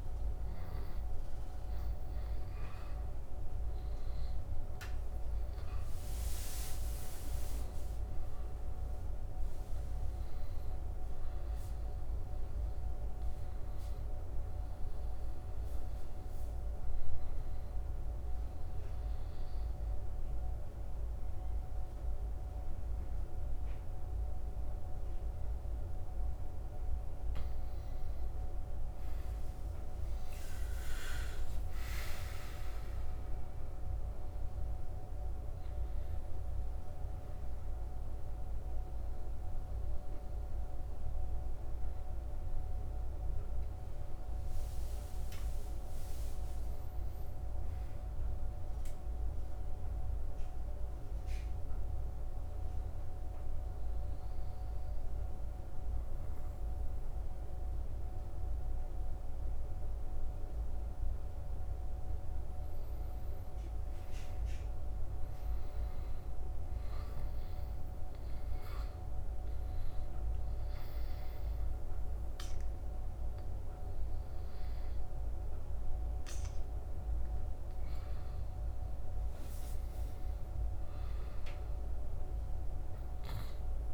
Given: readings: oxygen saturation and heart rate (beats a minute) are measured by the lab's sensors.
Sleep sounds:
breathing in sleep, hard to hear, by a room microphone; 3
0.00-11.00 s: oxygen desaturation (device-marked, oxygen 89% lowest, heart rate 77 extreme)
18.00-28.00 s: obstructive apnea (oxygen 96% before, 86% lowest, heart rate 83 before, 77 extreme, up 7 after)
29.50-34.00 s: arousal
31.00-57.00 s: oxygen desaturation (device-marked, oxygen 95% before, 86% lowest, heart rate 82 before, 75 extreme)
46.00-50.00 s: arousal
53.00-63.00 s: central apnea (oxygen 95% before, 87% lowest, heart rate 83 before, 75 extreme, up 6 after)
64.00-67.50 s: arousal
68.00-81.00 s: oxygen desaturation (device-marked, oxygen 99% before, 89% lowest, heart rate 81 before, 76 extreme)
69.50-79.50 s: central apnea (oxygen 99% before, 89% lowest, heart rate 81 before, 77 extreme, up 7 after)
81.00-83.94 s: arousal
From the record:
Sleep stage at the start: N2 (light sleep); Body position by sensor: on the back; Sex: male

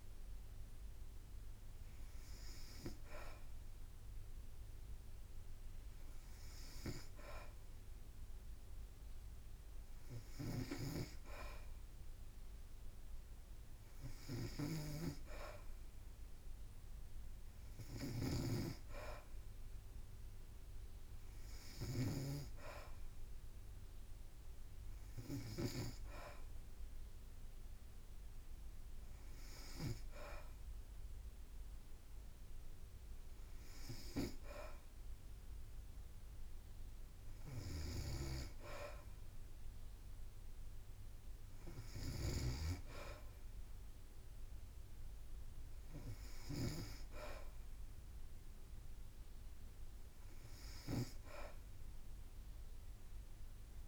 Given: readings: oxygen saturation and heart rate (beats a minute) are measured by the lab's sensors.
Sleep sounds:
breathing in sleep by a room microphone; none
10.00-25.50 s: snoring (device-marked)
37.50-47.00 s: snoring (device-marked)
From the record:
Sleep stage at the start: N2 (light sleep); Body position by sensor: on the back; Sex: female

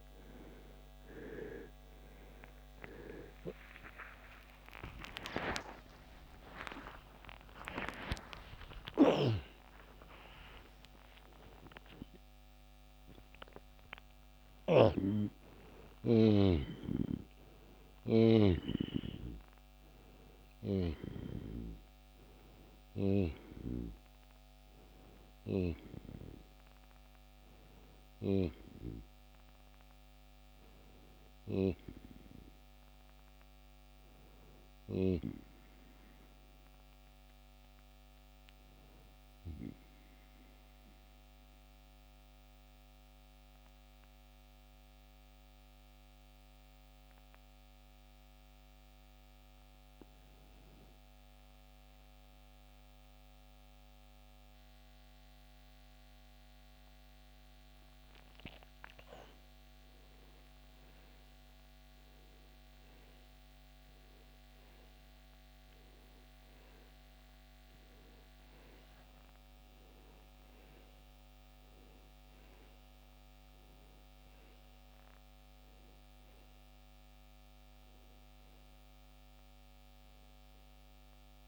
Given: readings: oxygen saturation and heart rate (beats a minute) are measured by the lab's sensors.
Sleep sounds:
a person partly awake in a sleep study, by a microphone on the trachea; 1
0.00-20.50 s: oxygen desaturation (device-marked, oxygen 92% lowest, heart rate 68 extreme)
24.50-81.48 s: new sleep stage, N1 (lightest sleep)
32.50-34.50 s: oxygen desaturation (device-marked, oxygen 94% before, 90% lowest, heart rate 91 before, 64 extreme)
39.00-49.50 s: mixed apnea (oxygen 95% before, 89% lowest, heart rate 81 before, 58 extreme, up 9 after)
51.00-55.00 s: arousal
65.50-81.48 s: oxygen desaturation (device-marked, oxygen 97% before, 89% lowest, heart rate 66 before, 47 extreme)
From the record:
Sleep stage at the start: awake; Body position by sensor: on the back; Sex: male

